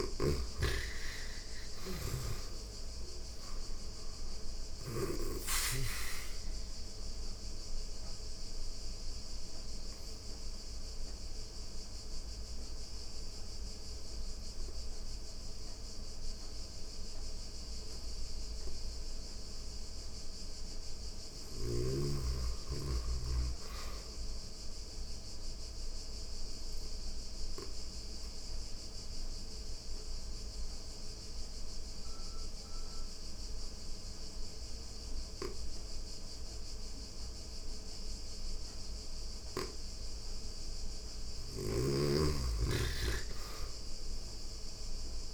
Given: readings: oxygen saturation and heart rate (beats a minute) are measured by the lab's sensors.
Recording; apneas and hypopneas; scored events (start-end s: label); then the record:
breathing in sleep by a room microphone; 2
0.00-4.00 s: snoring (device-marked)
0.00-19.00 s: oxygen desaturation (device-marked, oxygen 87% lowest, heart rate 87 extreme)
6.00-19.50 s: obstructive apnea (oxygen 98% before, 84% lowest, heart rate 90 before, 87 extreme, up 1 after)
21.50-24.00 s: arousal
25.00-39.50 s: obstructive apnea (oxygen 99% before, 84% lowest, heart rate 89 before, 87 extreme, up 1 after)
29.00-37.00 s: oxygen desaturation (device-marked, oxygen 99% before, 91% lowest, heart rate 88 before, 87 extreme)
39.00-45.34 s: oxygen desaturation (device-marked, oxygen 97% before, 84% lowest, heart rate 88 before, 86 extreme)
40.50-43.50 s: arousal
40.50-45.34 s: snoring (device-marked)
From the record:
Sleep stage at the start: N2 (light sleep); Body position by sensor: on the back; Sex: female